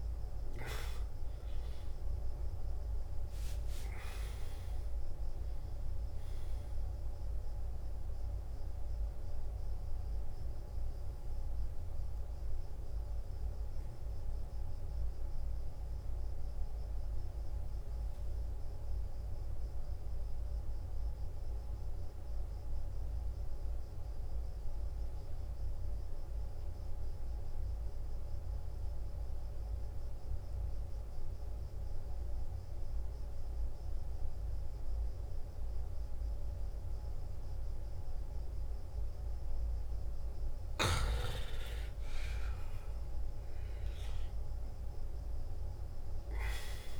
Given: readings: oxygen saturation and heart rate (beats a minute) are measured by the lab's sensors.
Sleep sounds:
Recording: breathing in sleep, hard to hear, by a room microphone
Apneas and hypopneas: 1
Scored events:
0.00-19.00 s: oxygen desaturation (device-marked, oxygen 90% lowest, heart rate 56 extreme)
12.00-40.50 s: obstructive apnea (oxygen 98% before, 88% lowest, heart rate 67 before, 56 extreme, up 15 after)
37.00-47.00 s: oxygen desaturation (device-marked, oxygen 97% before, 88% lowest, heart rate 57 before, 57 extreme)
41.50-46.00 s: arousal
From the record:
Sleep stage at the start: N2 (light sleep)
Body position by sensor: on the back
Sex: male

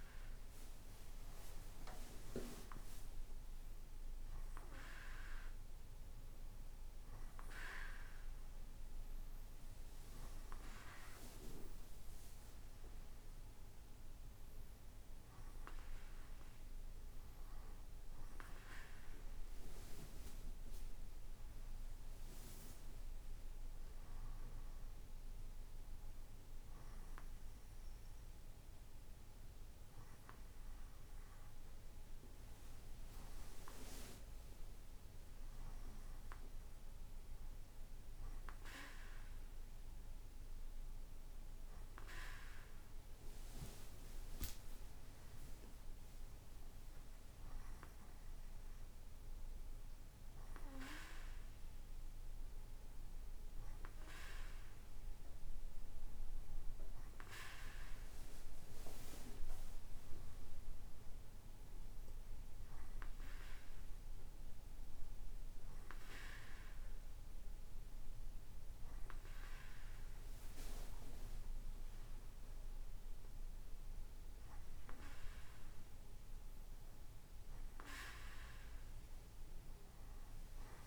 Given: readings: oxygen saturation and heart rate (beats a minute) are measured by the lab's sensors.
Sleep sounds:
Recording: breathing in sleep by a room microphone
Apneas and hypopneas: none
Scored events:
none scored
From the record:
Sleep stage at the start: N2 (light sleep)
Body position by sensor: on the right side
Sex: male

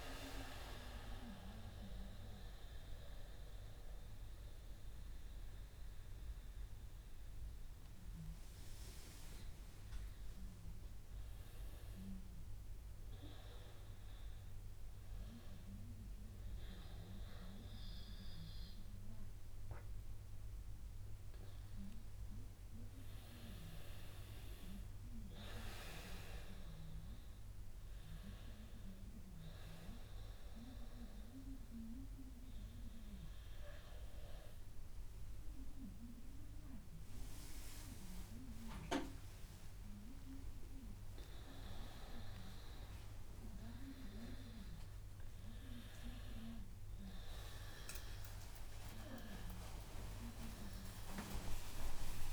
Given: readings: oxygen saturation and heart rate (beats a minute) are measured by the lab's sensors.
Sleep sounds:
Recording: a person awake in a sleep study, by a room microphone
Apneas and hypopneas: 1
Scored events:
2.00-12.00 s: mixed apnea (oxygen 97% before, 94% lowest, heart rate 95 before, 91 extreme, up 3 after)
24.50-52.33 s: new sleep stage, awake
49.50-51.50 s: long interval between heartbeats (device-marked, heart rate 93 before, 120 extreme)
From the record:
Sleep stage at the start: N1 (lightest sleep)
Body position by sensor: on the back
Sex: male

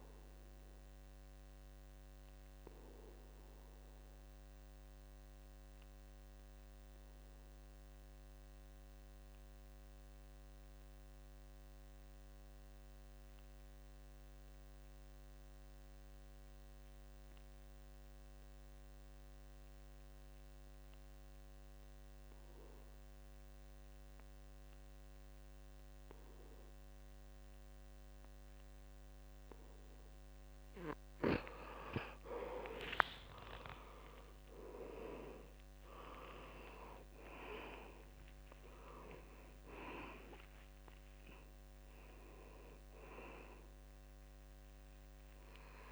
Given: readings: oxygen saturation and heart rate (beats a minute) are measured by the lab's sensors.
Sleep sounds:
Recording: breathing in sleep by a microphone on the trachea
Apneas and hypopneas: 1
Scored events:
0.00-17.00 s: oxygen desaturation (device-marked, oxygen 80% lowest, heart rate 66 extreme)
2.50-30.00 s: obstructive apnea (oxygen 96% before, 77% lowest, heart rate 72 before, 64 extreme, up 11 after)
5.00-7.00 s: long interval between heartbeats (device-marked, heart rate 72 before, 69 extreme)
11.00-13.00 s: long interval between heartbeats (device-marked, heart rate 72 before, 66 extreme)
22.00-45.91 s: oxygen desaturation (device-marked, oxygen 95% before, 77% lowest, heart rate 70 before, 64 extreme)
33.50-37.00 s: arousal
From the record:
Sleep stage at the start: N2 (light sleep)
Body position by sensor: on the back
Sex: male

